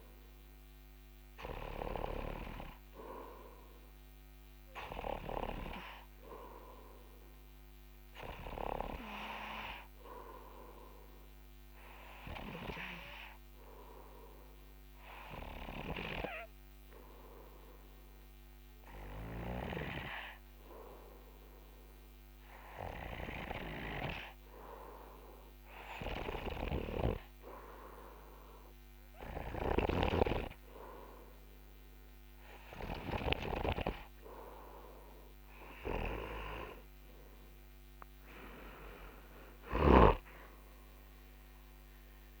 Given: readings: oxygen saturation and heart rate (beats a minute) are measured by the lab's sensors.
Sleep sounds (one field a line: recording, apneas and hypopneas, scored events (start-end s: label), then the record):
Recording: breathing in sleep by a microphone on the trachea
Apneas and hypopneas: 1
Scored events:
0.00-3.00 s: snoring (device-marked)
11.00-25.50 s: obstructive apnea (oxygen 93% before, 91% lowest)
20.00-41.00 s: snoring (device-marked)
28.00-30.50 s: arousal
From the record:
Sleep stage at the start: N2 (light sleep)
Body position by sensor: on the front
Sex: male